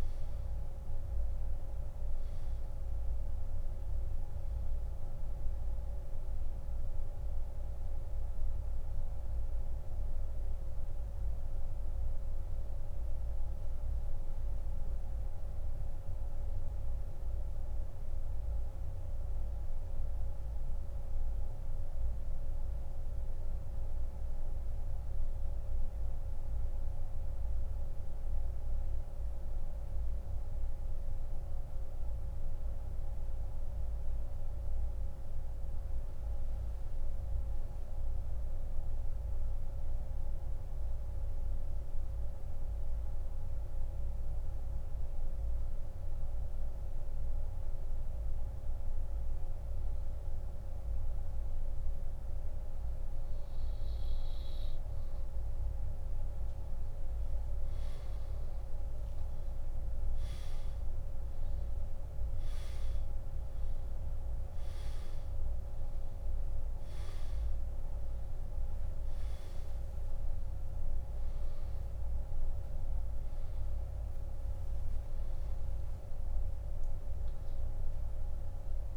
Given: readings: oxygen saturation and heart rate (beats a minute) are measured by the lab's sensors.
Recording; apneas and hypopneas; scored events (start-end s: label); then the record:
a person partly awake in a sleep study, hard to hear, by a room microphone; 1
12.00-32.00 s: oxygen desaturation (device-marked, oxygen 95% before, 88% lowest)
13.50-18.00 s: arousal
20.50-49.00 s: central apnea (oxygen 96% before, 88% lowest)
58.00-78.97 s: new sleep stage, awake
59.00-78.97 s: oxygen desaturation (device-marked, oxygen 97% before, 88% lowest)
From the record:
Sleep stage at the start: N2 (light sleep); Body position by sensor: on the back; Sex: male